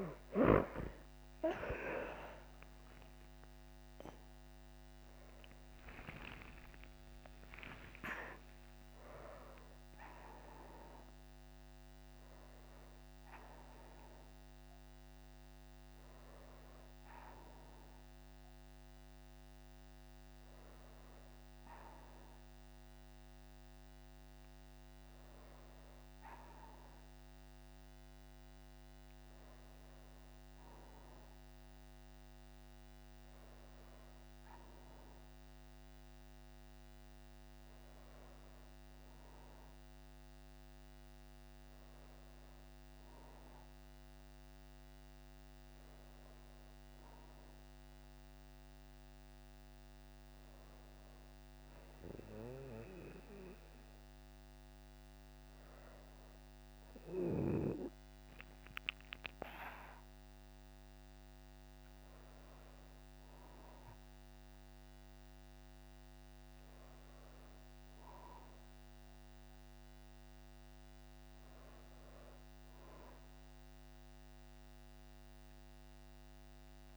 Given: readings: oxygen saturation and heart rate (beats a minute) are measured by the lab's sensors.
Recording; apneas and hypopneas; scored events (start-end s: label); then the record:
a person partly awake in a sleep study, by a microphone on the trachea; none
22.00-76.97 s: new sleep stage, N1 (lightest sleep)
From the record:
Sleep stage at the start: awake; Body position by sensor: on the back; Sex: female